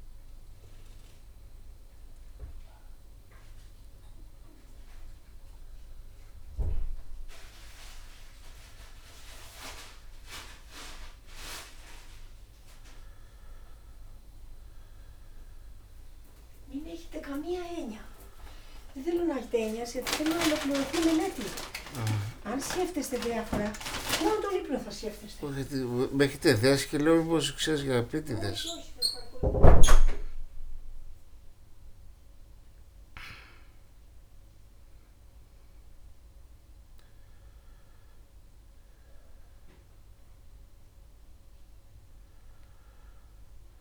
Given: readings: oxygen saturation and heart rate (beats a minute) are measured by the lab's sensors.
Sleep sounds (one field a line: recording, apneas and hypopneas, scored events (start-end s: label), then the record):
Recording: breathing in sleep by a room microphone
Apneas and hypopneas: 1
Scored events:
8.50-20.00 s: obstructive apnea (oxygen 95% before, 94% lowest)
21.00-23.00 s: long interval between heartbeats (device-marked, heart rate 75 before, 89 extreme)
23.00-28.00 s: arousal
25.00-27.00 s: long interval between heartbeats (device-marked, heart rate 78 before, 116 extreme)
27.50-29.50 s: long interval between heartbeats (device-marked, heart rate 84 before, 102 extreme)
32.50-39.50 s: bradycardia (device-marked)
From the record:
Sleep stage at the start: N2 (light sleep)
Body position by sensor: on the back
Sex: male